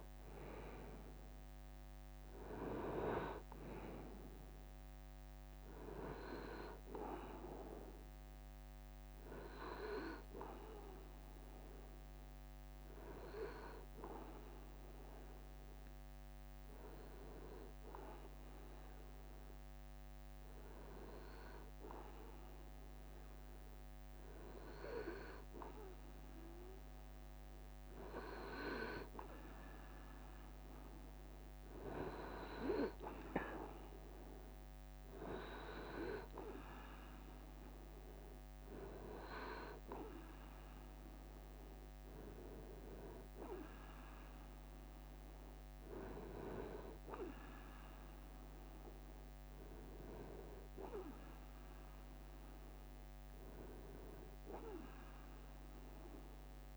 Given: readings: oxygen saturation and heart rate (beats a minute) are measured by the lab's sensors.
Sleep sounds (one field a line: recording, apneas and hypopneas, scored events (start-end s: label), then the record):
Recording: breathing in sleep by a microphone on the trachea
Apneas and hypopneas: 1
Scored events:
0.00-21.00 s: oxygen desaturation (device-marked, oxygen 100% before, 93% lowest, heart rate 67 before, 55 extreme)
4.50-6.50 s: long interval between heartbeats (device-marked, heart rate 67 before, 59 extreme)
7.00-9.00 s: long interval between heartbeats (device-marked, heart rate 66 before, 67 extreme)
11.50-22.50 s: hypopnea (oxygen 100% before, 92% lowest, heart rate 69 before, 55 extreme)
21.00-28.00 s: bradycardia (device-marked, heart rate 80 before, 57 extreme)
22.00-24.00 s: long interval between heartbeats (device-marked, heart rate 70 before, 65 extreme)
25.50-29.00 s: arousal
26.00-28.00 s: long interval between heartbeats (device-marked, heart rate 70 before, 57 extreme)
29.00-31.00 s: long interval between heartbeats (device-marked, heart rate 68 before, 58 extreme)
35.00-54.00 s: oxygen desaturation (device-marked, oxygen 97% before, 92% lowest, heart rate 66 before, 60 extreme)
48.00-50.00 s: long interval between heartbeats (device-marked, heart rate 65 before, 75 extreme)
50.00-52.00 s: long interval between heartbeats (device-marked, heart rate 67 before, 68 extreme)
From the record:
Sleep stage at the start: N2 (light sleep)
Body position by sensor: on the right side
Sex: male